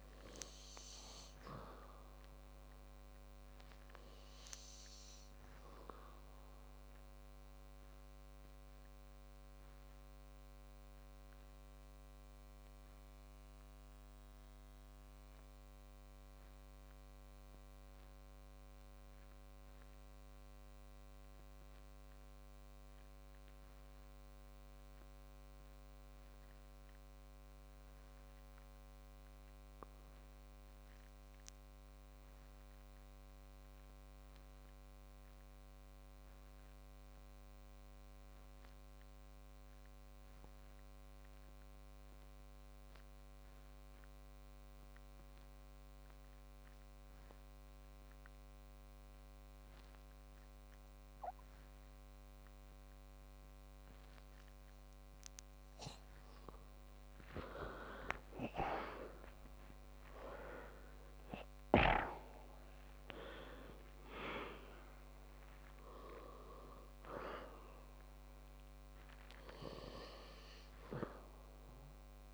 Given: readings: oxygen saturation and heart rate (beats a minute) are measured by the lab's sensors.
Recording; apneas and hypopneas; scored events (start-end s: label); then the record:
breathing in sleep by a microphone on the trachea; 1
11.00-56.50 s: obstructive apnea (oxygen 99% before, 86% lowest, heart rate 69 before, 46 extreme, up 29 after)
58.00-63.50 s: arousal
From the record:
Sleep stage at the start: REM sleep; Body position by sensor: on the back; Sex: male